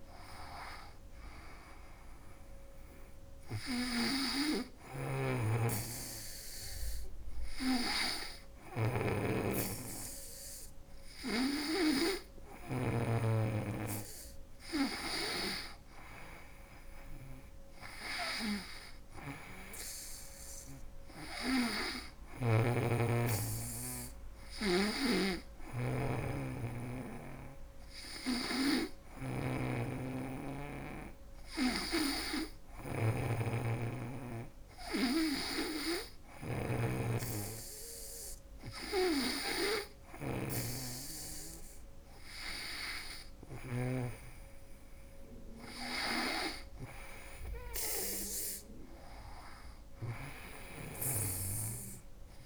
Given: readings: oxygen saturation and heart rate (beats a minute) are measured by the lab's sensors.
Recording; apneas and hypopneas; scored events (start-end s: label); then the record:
breathing in sleep by a room microphone; none
4.00-12.50 s: snoring (device-marked)
24.00-43.50 s: snoring (device-marked)
44.00-48.00 s: arousal
50.00-52.46 s: snoring (device-marked)
From the record:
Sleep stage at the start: N2 (light sleep); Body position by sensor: on the back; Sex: female